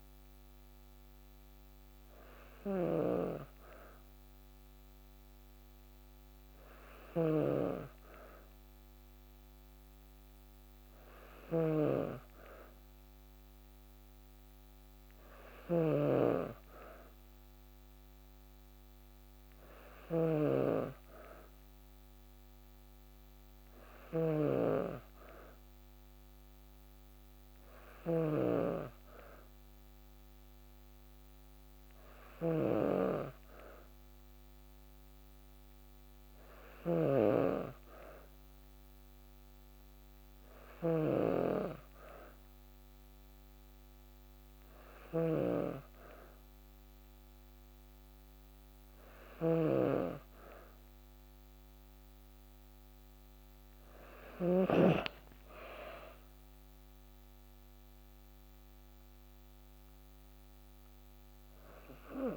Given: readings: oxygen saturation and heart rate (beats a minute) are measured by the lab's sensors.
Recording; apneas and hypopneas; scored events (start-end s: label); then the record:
breathing in sleep by a microphone on the trachea; none
0.00-54.00 s: snoring (device-marked)
56.00-60.00 s: arousal
From the record:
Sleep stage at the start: N2 (light sleep); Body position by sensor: on the back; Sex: female